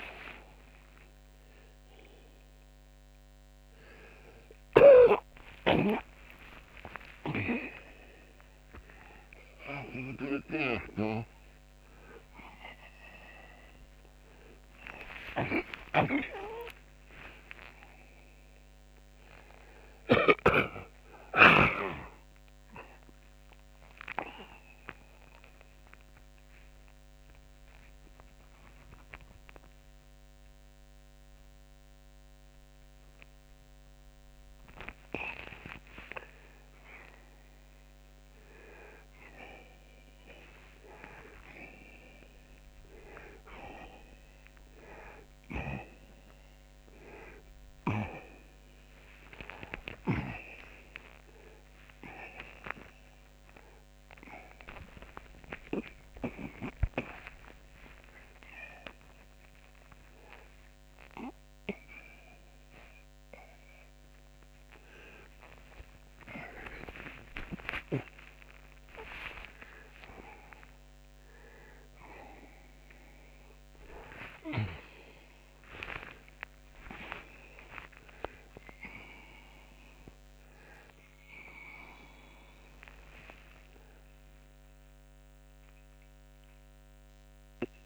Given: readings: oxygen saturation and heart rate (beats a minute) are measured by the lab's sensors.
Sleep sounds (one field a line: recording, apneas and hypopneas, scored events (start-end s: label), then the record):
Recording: a person awake in a sleep study, by a microphone on the trachea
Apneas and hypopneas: none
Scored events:
14.50-20.00 s: snoring (device-marked)
26.00-35.00 s: oxygen desaturation (device-marked, oxygen 89% before, 84% lowest)
From the record:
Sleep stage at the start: awake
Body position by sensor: on the back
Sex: male